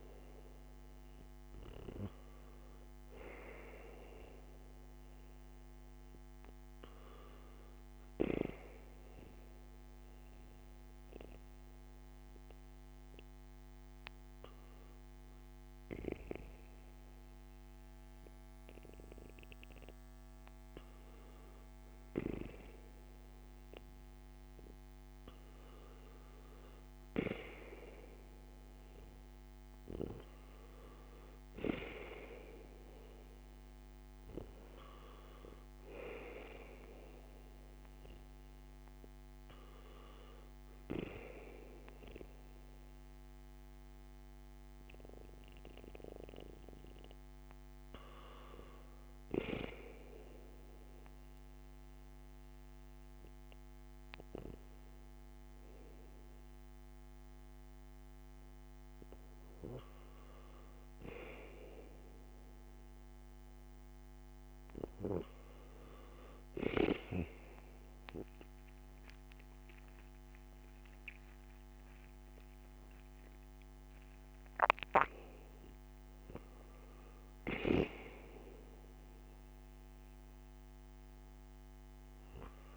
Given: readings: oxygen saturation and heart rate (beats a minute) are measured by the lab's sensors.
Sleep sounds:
breathing in sleep by a microphone on the trachea; 1
9.50-22.00 s: mixed apnea (oxygen 96% before, 93% lowest, heart rate 61 before, 55 extreme, up 0 after)
25.50-30.50 s: arousal
33.50-52.50 s: oxygen desaturation (device-marked, oxygen 96% before, 93% lowest, heart rate 58 before, 57 extreme)
68.50-73.50 s: arousal
From the record:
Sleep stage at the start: N1 (lightest sleep); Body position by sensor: on the back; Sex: male

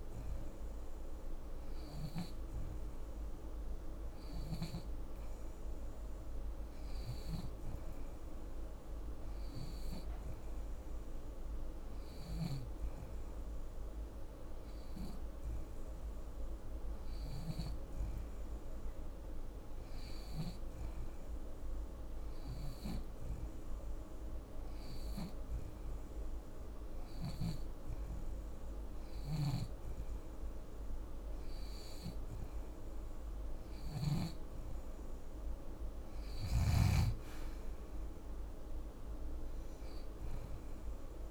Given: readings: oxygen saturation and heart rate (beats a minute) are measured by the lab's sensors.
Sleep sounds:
breathing in sleep, hard to hear, by a room microphone; none
11.50-20.00 s: snoring (device-marked)
33.00-36.50 s: snoring (device-marked)
From the record:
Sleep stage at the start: N2 (light sleep); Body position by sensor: on the back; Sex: female

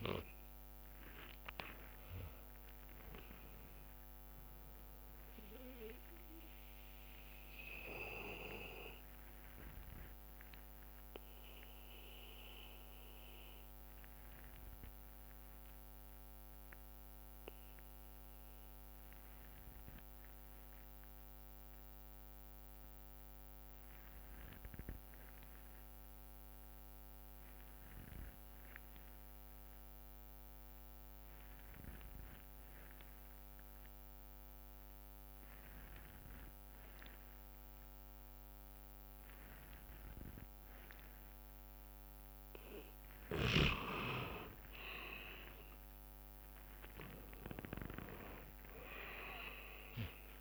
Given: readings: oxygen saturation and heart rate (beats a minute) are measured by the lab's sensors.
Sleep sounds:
breathing in sleep by a microphone on the trachea; 1
0.00-18.50 s: oxygen desaturation (device-marked, oxygen 82% lowest, heart rate 55 extreme)
0.50-10.50 s: drop in pulse transit time (device-marked, heart rate 64 before, 59 extreme)
6.50-16.50 s: bradycardia (device-marked, heart rate 65 before, 55 extreme)
11.50-42.50 s: obstructive apnea (oxygen 97% before, 83% lowest, heart rate 71 before, 54 extreme, up 30 after)
19.50-21.50 s: bradycardia (device-marked, heart rate 65 before, 60 extreme)
28.50-30.50 s: bradycardia (device-marked, heart rate 65 before, 61 extreme)
31.50-34.50 s: bradycardia (device-marked, heart rate 65 before, 59 extreme)
34.50-50.41 s: oxygen desaturation (device-marked, oxygen 99% before, 86% lowest, heart rate 60 before, 54 extreme)
45.50-50.41 s: arousal
47.00-49.00 s: long interval between heartbeats (device-marked, heart rate 60 before, 73 extreme)
48.50-50.41 s: drop in pulse transit time (device-marked, heart rate 62 before, 67 extreme)
From the record:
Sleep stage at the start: N2 (light sleep); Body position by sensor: on the back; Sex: male

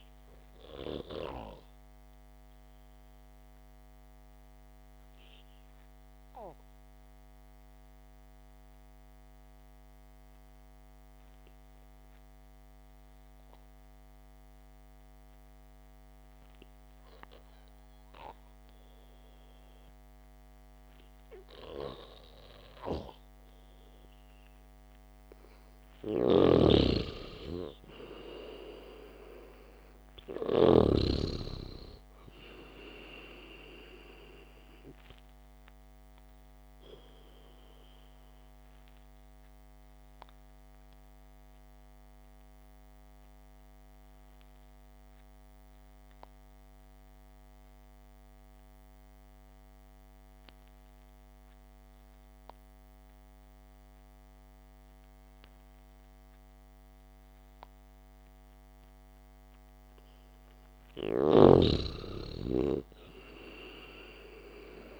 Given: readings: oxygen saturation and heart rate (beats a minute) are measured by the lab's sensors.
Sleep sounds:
breathing in sleep by a microphone on the trachea; 2
0.00-3.00 s: oxygen desaturation (device-marked, oxygen 93% lowest, heart rate 63 extreme)
0.50-26.50 s: obstructive apnea (oxygen 97% before, 91% lowest, heart rate 64 before, 55 extreme)
27.00-31.50 s: snoring (device-marked)
28.00-44.00 s: oxygen desaturation (device-marked, oxygen 98% before, 91% lowest, heart rate 69 before, 55 extreme)
28.50-33.50 s: arousal
40.00-60.00 s: obstructive apnea (oxygen 98% before, 91% lowest, heart rate 62 before, 59 extreme, up 0 after)
53.00-59.00 s: oxygen desaturation (device-marked, oxygen 94% before, 91% lowest, heart rate 61 before, 59 extreme)
62.00-65.00 s: snoring (device-marked)
63.50-65.00 s: arousal
From the record:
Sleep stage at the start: N2 (light sleep); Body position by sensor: on the back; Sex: male

